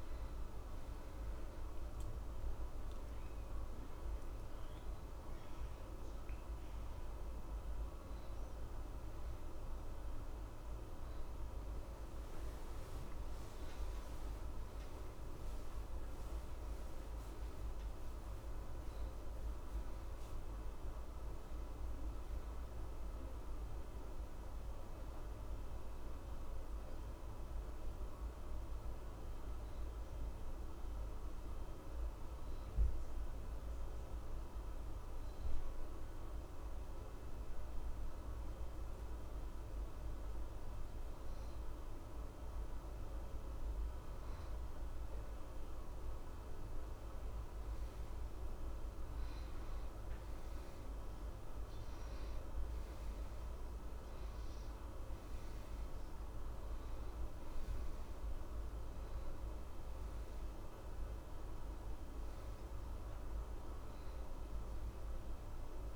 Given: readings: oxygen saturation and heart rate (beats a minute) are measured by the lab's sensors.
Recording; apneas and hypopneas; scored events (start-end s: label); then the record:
a person partly awake in a sleep study, hard to hear, by a room microphone; 1
7.50-65.96 s: new sleep stage, N1 (lightest sleep)
28.50-43.50 s: obstructive apnea (oxygen 92% before, 88% lowest, heart rate 61 before, 61 extreme, up 0 after)
48.00-52.00 s: arousal
52.50-65.96 s: oxygen desaturation (device-marked, oxygen 92% before, 88% lowest, heart rate 61 before, 61 extreme)
From the record:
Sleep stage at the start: awake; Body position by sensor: on the back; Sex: male